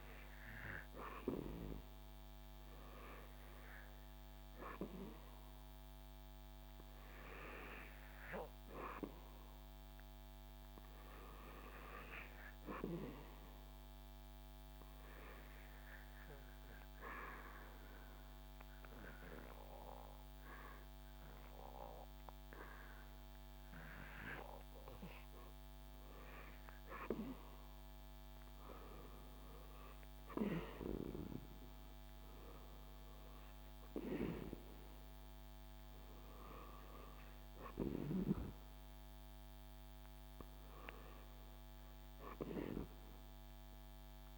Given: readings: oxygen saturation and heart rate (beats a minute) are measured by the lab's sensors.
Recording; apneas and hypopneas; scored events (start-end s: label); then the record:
breathing in sleep by a microphone on the trachea; 1
0.00-2.50 s: arousal
4.00-23.00 s: oxygen desaturation (device-marked, oxygen 98% before, 89% lowest, heart rate 79 before, 73 extreme)
14.50-26.00 s: hypopnea (oxygen 99% before, 89% lowest, heart rate 81 before, 73 extreme, up 4 after)
28.50-33.00 s: arousal
From the record:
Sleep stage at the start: REM sleep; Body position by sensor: on the back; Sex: male